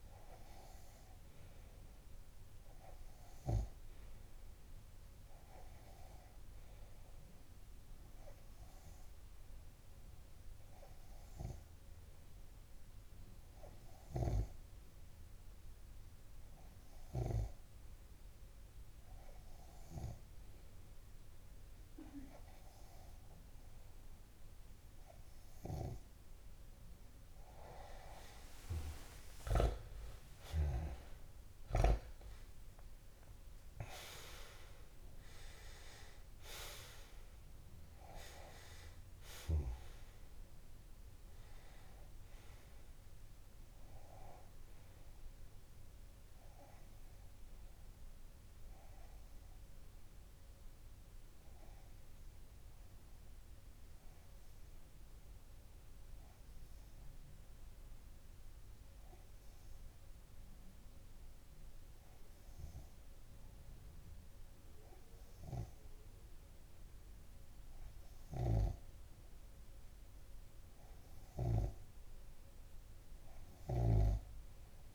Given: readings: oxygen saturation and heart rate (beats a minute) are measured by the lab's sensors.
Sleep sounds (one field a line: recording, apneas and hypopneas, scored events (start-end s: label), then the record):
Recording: breathing in sleep by a room microphone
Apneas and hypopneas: 2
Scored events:
0.00-21.00 s: oxygen desaturation (device-marked, oxygen 92% lowest)
6.00-25.50 s: hypopnea (oxygen 97% before, 92% lowest)
28.50-33.50 s: arousal
49.00-68.50 s: obstructive apnea (oxygen 95% before, 93% lowest)
70.00-72.50 s: arousal
From the record:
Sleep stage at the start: N2 (light sleep)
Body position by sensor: on the left side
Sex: male